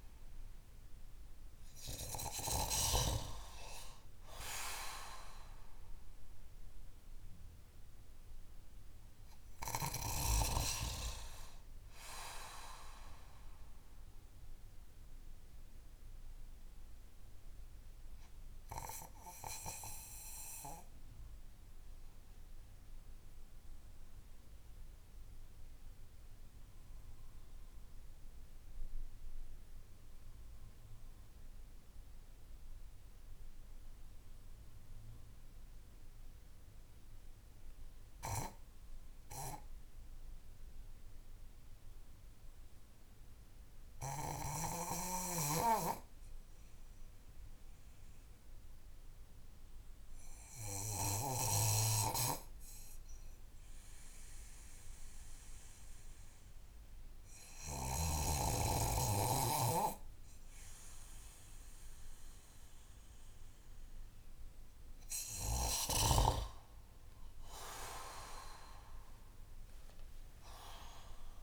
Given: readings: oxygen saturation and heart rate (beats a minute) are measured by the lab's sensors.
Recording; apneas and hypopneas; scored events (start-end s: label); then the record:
breathing in sleep by a room microphone; 1
0.00-4.50 s: oxygen desaturation (device-marked, oxygen 90% lowest)
14.00-64.00 s: obstructive apnea (oxygen 94% before, 88% lowest)
14.50-29.50 s: oxygen desaturation (device-marked, oxygen 91% before, 88% lowest)
64.50-71.43 s: oxygen desaturation (device-marked, oxygen 96% before, 93% lowest)
66.00-70.00 s: arousal
From the record:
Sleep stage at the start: N2 (light sleep); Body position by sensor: on the back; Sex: male